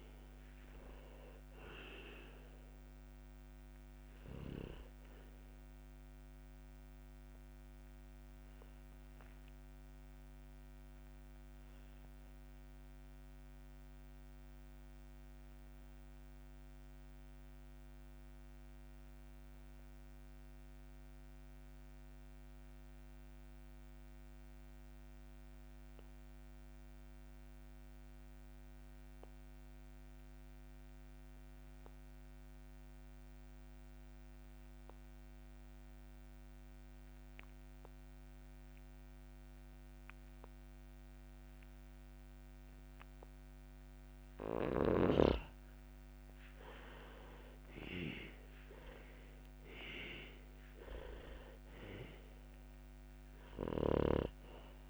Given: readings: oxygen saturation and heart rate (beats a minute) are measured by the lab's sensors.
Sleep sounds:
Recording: breathing in sleep by a microphone on the trachea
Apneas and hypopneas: 1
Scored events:
0.00-21.50 s: oxygen desaturation (device-marked, oxygen 76% lowest, heart rate 55 extreme)
6.50-43.50 s: obstructive apnea (oxygen 87% before, 76% lowest, heart rate 67 before, 61 extreme, up 5 after)
41.50-54.90 s: oxygen desaturation (device-marked, oxygen 98% before, 81% lowest, heart rate 64 before, 56 extreme)
47.50-51.00 s: arousal
From the record:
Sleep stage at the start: REM sleep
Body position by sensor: on the back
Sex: male

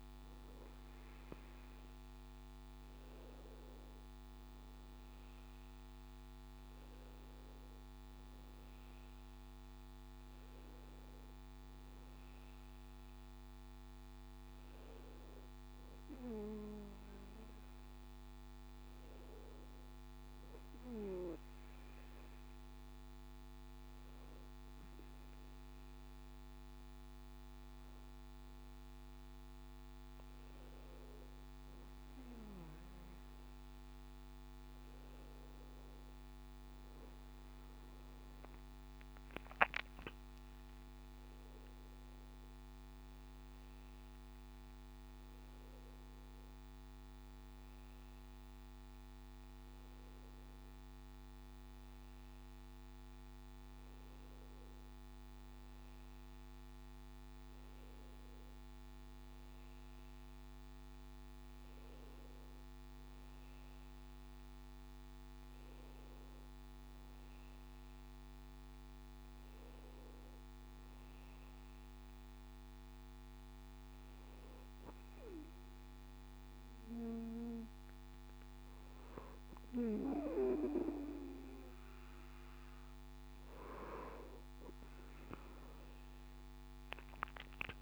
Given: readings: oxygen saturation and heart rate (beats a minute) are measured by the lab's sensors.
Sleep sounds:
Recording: breathing in sleep by a microphone on the trachea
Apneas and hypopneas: none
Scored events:
41.00-71.00 s: new sleep stage, N1 (lightest sleep)
71.00-87.82 s: new sleep stage, N2 (light sleep)
From the record:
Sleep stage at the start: N2 (light sleep)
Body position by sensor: on the back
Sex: male

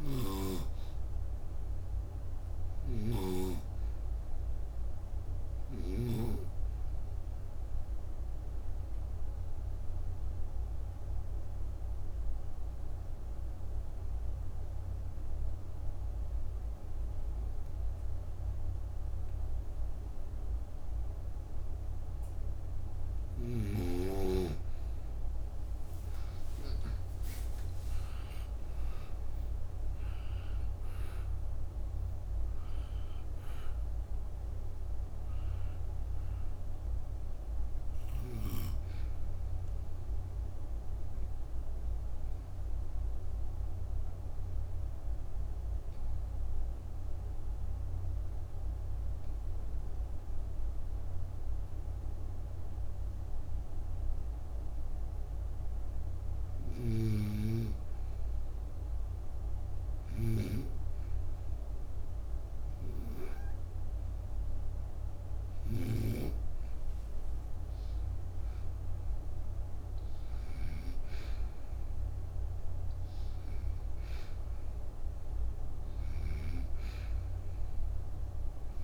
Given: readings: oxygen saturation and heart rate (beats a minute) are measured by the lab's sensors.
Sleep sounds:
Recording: breathing in sleep by a room microphone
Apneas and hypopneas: 2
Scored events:
0.00-6.00 s: oxygen desaturation (device-marked, oxygen 93% lowest)
0.00-6.00 s: snoring (device-marked)
7.50-22.00 s: obstructive apnea (oxygen 100% before, 90% lowest)
12.00-20.00 s: oxygen desaturation (device-marked, oxygen 97% before, 91% lowest)
26.00-29.50 s: arousal
34.00-59.00 s: oxygen desaturation (device-marked, oxygen 97% before, 90% lowest)
39.50-55.50 s: obstructive apnea (oxygen 97% before, 90% lowest)
63.50-67.00 s: arousal
68.00-78.84 s: oxygen desaturation (device-marked, oxygen 98% before, 93% lowest)
From the record:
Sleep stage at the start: N2 (light sleep)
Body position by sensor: on the right side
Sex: female

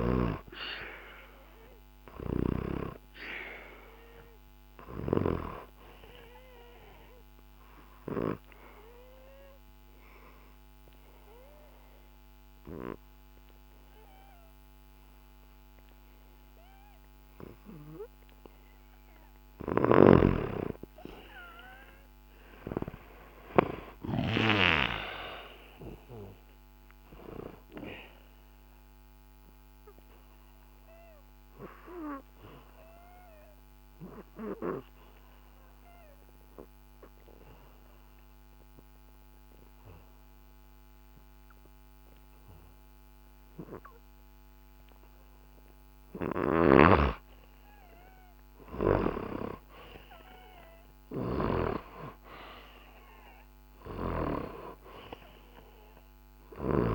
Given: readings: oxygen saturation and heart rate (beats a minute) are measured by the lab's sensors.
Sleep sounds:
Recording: breathing in sleep by a microphone on the trachea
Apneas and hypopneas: 2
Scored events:
0.00-1.50 s: arousal
5.50-20.50 s: oxygen desaturation (device-marked, oxygen 95% before, 92% lowest, heart rate 69 before, 66 extreme)
7.00-19.50 s: obstructive apnea (oxygen 97% before, 91% lowest, heart rate 69 before, 66 extreme, up 10 after)
19.50-24.00 s: snoring (device-marked)
22.00-26.00 s: arousal
27.50-33.50 s: oxygen desaturation (device-marked, oxygen 95% before, 92% lowest, heart rate 70 before, 64 extreme)
30.00-46.00 s: obstructive apnea (oxygen 95% before, 91% lowest, heart rate 70 before, 64 extreme, up 1 after)
46.50-51.50 s: snoring (device-marked)
48.00-52.50 s: arousal
53.50-56.95 s: snoring (device-marked)
From the record:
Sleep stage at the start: N2 (light sleep)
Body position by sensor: on the back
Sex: male

